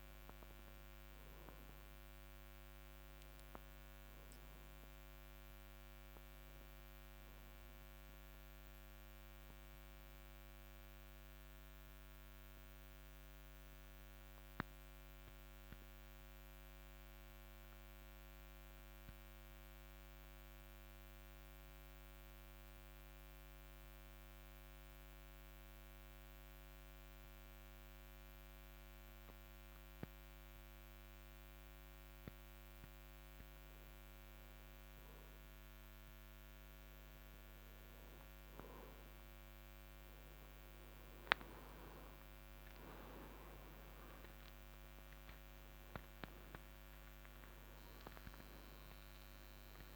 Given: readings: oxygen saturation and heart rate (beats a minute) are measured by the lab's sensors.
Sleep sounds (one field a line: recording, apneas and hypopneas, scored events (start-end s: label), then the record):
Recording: breathing in sleep, hard to hear, by a microphone on the trachea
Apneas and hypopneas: 1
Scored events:
5.50-10.00 s: arousal
13.00-34.00 s: mixed apnea (oxygen 91% before, 87% lowest, heart rate 57 before, 53 extreme, up 4 after)
45.00-49.96 s: arousal
From the record:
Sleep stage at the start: N2 (light sleep)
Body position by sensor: on the right side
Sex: male